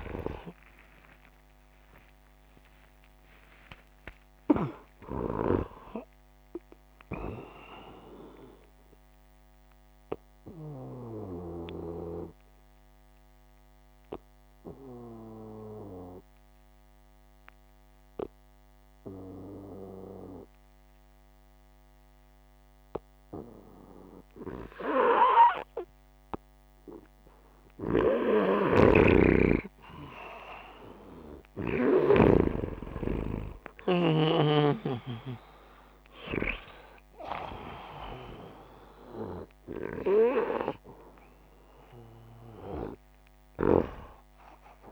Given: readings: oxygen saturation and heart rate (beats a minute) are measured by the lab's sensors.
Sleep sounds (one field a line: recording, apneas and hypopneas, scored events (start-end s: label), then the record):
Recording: breathing in sleep by a microphone on the trachea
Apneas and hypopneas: 1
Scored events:
0.00-3.50 s: arousal
0.00-5.50 s: oxygen desaturation (device-marked, oxygen 92% lowest, heart rate 63 extreme)
12.50-24.00 s: obstructive apnea (oxygen 96% before, 86% lowest, heart rate 85 before, 63 extreme, up 6 after)
27.50-32.00 s: arousal
28.00-32.00 s: snoring (device-marked)
41.50-44.92 s: oxygen desaturation (device-marked, oxygen 96% before, 86% lowest, heart rate 67 before, 62 extreme)
From the record:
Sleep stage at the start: N2 (light sleep)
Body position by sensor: upright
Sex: male